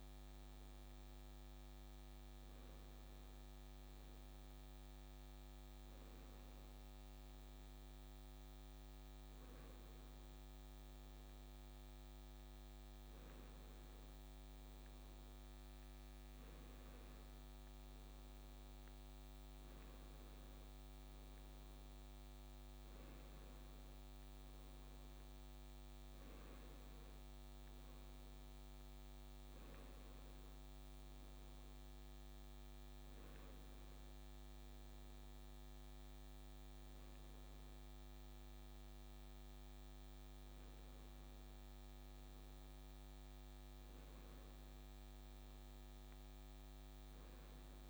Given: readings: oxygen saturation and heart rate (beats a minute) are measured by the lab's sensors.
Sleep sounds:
a person awake in a sleep study, hard to hear, by a microphone on the trachea; none
none scored
From the record:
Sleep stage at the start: awake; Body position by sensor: on the right side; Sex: male

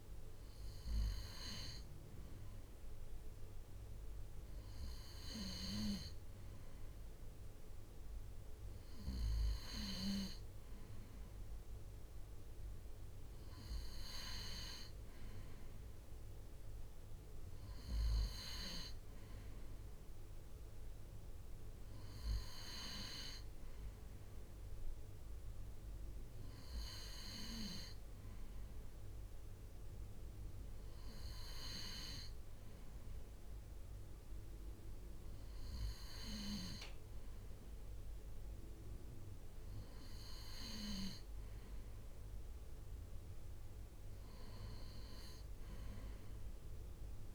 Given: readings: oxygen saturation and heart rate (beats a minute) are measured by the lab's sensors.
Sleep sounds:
breathing in sleep by a room microphone; none
none scored
From the record:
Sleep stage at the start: N2 (light sleep); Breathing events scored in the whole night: 285 in 4.2 hours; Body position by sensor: on the right side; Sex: male

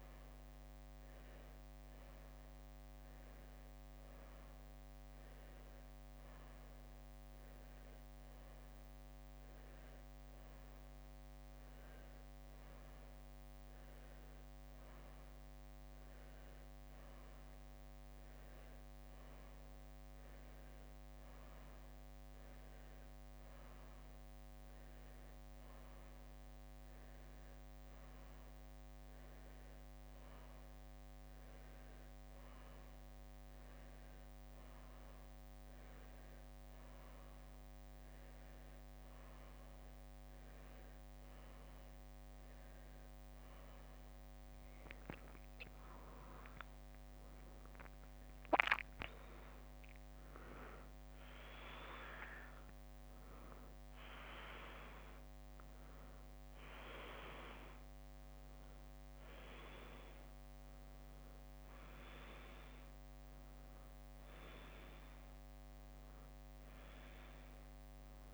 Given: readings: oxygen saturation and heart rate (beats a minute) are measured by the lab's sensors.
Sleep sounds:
a person awake in a sleep study, by a microphone on the trachea; none
57.50-64.50 s: leg movement (device-marked)
From the record:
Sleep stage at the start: awake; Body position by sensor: on the right side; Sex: female

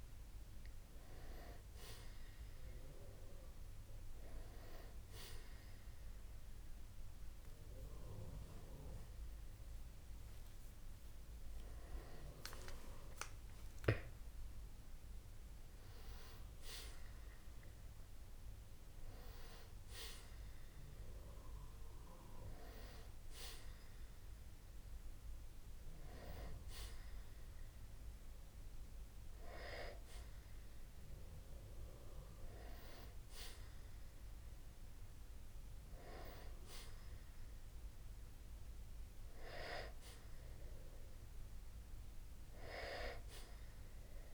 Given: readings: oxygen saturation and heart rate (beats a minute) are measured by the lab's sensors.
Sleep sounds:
breathing in sleep by a room microphone; none
8.50-13.50 s: arousal
From the record:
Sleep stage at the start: N1 (lightest sleep); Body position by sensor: on the back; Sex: male

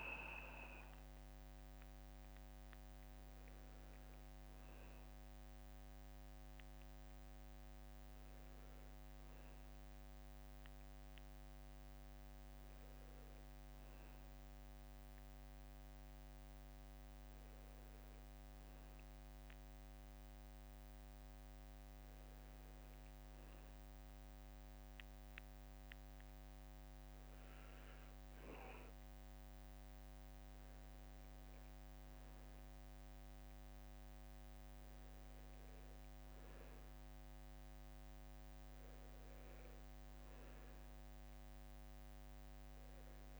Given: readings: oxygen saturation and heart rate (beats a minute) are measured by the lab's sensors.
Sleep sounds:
breathing in sleep, hard to hear, by a microphone on the trachea; 1
11.50-24.50 s: hypopnea (oxygen 95% before, 92% lowest, heart rate 72 before, 64 extreme, up 4 after)
28.50-32.00 s: arousal
From the record:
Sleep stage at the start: N1 (lightest sleep); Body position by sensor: on the right side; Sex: male

